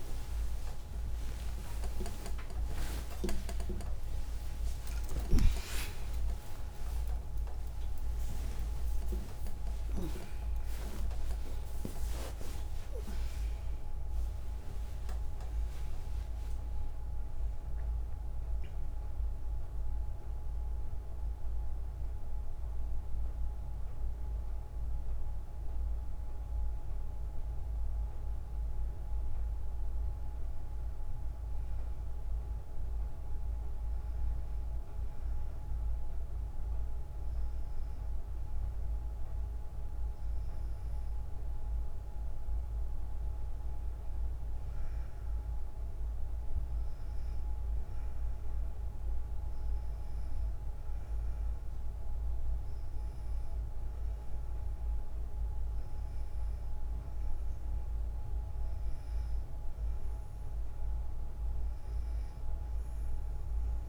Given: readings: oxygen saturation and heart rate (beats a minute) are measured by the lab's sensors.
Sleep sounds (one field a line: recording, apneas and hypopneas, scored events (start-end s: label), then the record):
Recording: a person awake in a sleep study, by a room microphone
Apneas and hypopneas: none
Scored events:
0.00-12.50 s: tachycardia (device-marked, heart rate 176 extreme)
0.50-2.50 s: long interval between heartbeats (device-marked, heart rate 71 before, 127 extreme)
3.50-5.50 s: long interval between heartbeats (device-marked, heart rate 81 before, 133 extreme)
5.50-7.50 s: long interval between heartbeats (device-marked, heart rate 89 before, 163 extreme)
8.00-10.00 s: long interval between heartbeats (device-marked, heart rate 99 before, 175 extreme)
10.50-12.50 s: long interval between heartbeats (device-marked, heart rate 115 before, 141 extreme)
41.50-63.89 s: new sleep stage, N2 (light sleep)
From the record:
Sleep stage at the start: awake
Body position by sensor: on the back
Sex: female